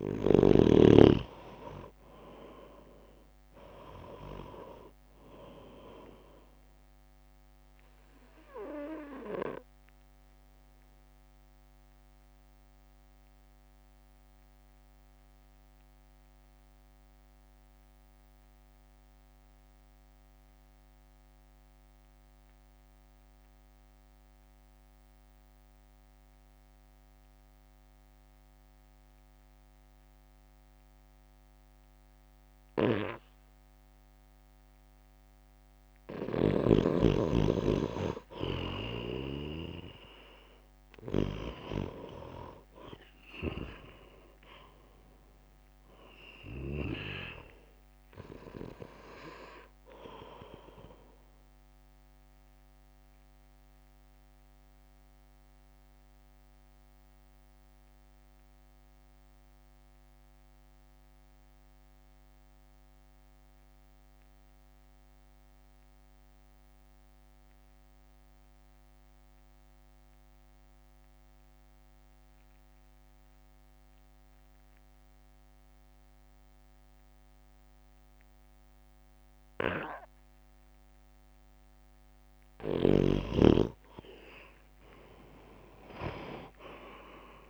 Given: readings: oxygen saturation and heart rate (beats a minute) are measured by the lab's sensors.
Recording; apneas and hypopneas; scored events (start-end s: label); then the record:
breathing in sleep by a microphone on the trachea; 2
0.00-1.00 s: arousal
0.00-11.50 s: oxygen desaturation (device-marked, oxygen 92% lowest, heart rate 52 extreme)
0.50-13.50 s: drop in pulse transit time (device-marked, heart rate 59 before, 52 extreme)
9.00-35.00 s: obstructive apnea (oxygen 96% before, 89% lowest, heart rate 60 before, 44 extreme)
32.50-50.50 s: oxygen desaturation (device-marked, oxygen 98% before, 92% lowest, heart rate 59 before, 44 extreme)
37.50-41.50 s: arousal
41.50-55.50 s: drop in pulse transit time (device-marked, heart rate 61 before, 44 extreme)
52.00-82.00 s: mixed apnea (oxygen 98% before, 89% lowest, heart rate 57 before, 50 extreme, up 4 after)
64.50-73.50 s: oxygen desaturation (device-marked, oxygen 92% before, 89% lowest, heart rate 52 before, 59 extreme)
86.50-87.50 s: arousal
86.50-87.50 s: drop in pulse transit time (device-marked, heart rate 61 before, 61 extreme)
86.50-87.50 s: oxygen desaturation (device-marked, oxygen 97% before, 92% lowest, heart rate 61 before, 61 extreme)
From the record:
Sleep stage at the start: N2 (light sleep); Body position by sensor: on the right side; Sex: male